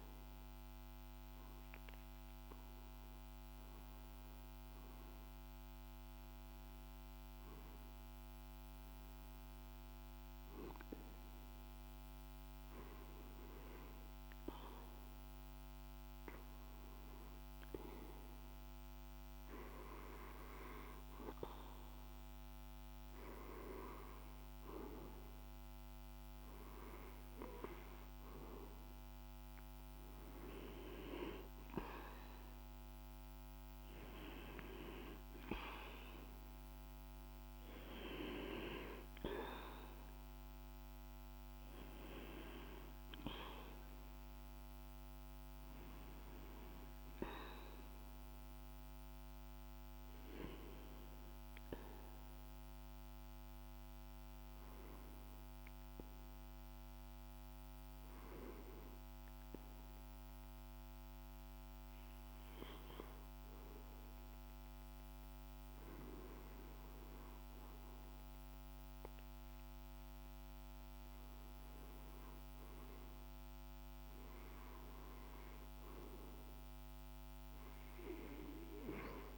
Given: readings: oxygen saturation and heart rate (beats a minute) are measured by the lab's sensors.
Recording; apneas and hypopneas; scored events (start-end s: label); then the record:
breathing in sleep by a microphone on the trachea; 2
12.00-26.00 s: hypopnea (oxygen 97% before, 95% lowest, heart rate 55 before, 54 extreme, up 1 after)
30.50-34.50 s: arousal
52.00-69.00 s: hypopnea (oxygen 96% before, 94% lowest, heart rate 55 before, 52 extreme, up 2 after)
70.50-73.50 s: arousal
From the record:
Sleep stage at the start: REM sleep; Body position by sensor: on the back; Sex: male